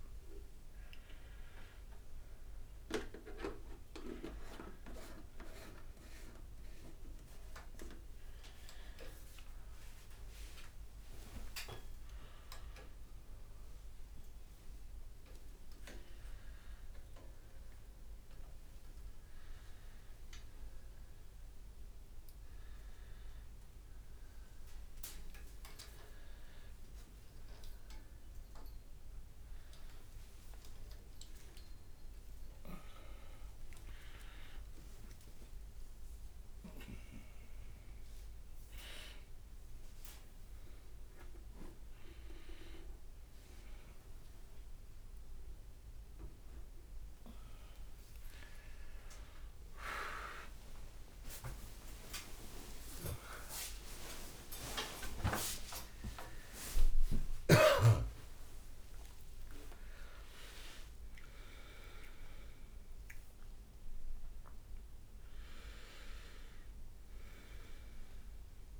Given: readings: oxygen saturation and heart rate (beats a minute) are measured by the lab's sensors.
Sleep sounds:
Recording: a person awake in a sleep study, by a room microphone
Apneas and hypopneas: none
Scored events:
0.00-1.50 s: leg movement (device-marked)
7.00-13.00 s: leg movement (device-marked)
14.00-16.00 s: leg movement (device-marked)
23.50-26.50 s: leg movement (device-marked)
27.50-29.00 s: leg movement (device-marked)
30.00-31.00 s: leg movement (device-marked)
37.00-42.50 s: leg movement (device-marked)
From the record:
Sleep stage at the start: awake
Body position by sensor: upright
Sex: male

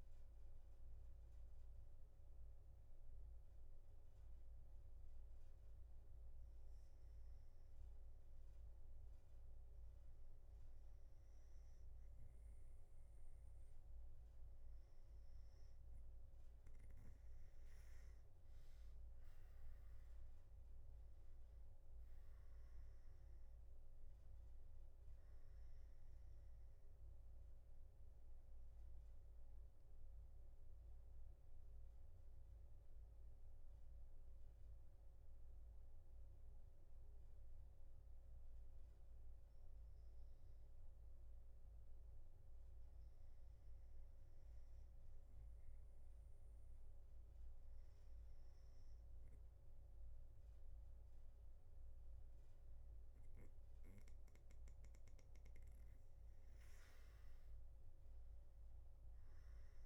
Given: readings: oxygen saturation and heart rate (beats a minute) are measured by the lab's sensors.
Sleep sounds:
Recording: breathing in sleep, hard to hear, by a room microphone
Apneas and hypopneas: none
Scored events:
13.00-30.00 s: oxygen desaturation (device-marked, oxygen 98% before, 93% lowest, heart rate 120 before, 74 extreme)
From the record:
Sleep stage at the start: N3 (deep sleep)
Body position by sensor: on the back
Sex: male

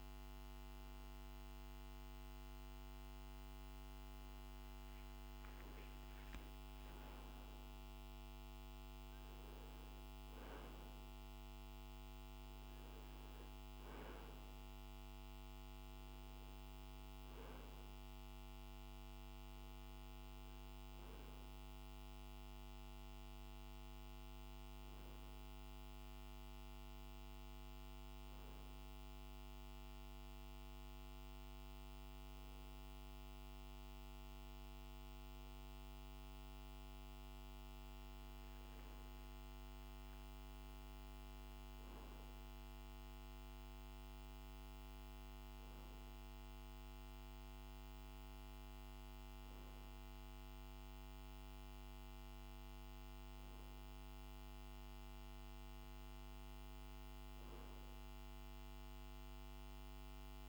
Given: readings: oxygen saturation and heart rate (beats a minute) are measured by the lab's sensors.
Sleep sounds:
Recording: a person partly awake in a sleep study, hard to hear, by a microphone on the trachea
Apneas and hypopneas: none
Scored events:
12.00-42.00 s: new sleep stage, N1 (lightest sleep)
42.00-60.49 s: new sleep stage, N2 (light sleep)
From the record:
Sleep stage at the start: awake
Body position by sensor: on the right side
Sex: male

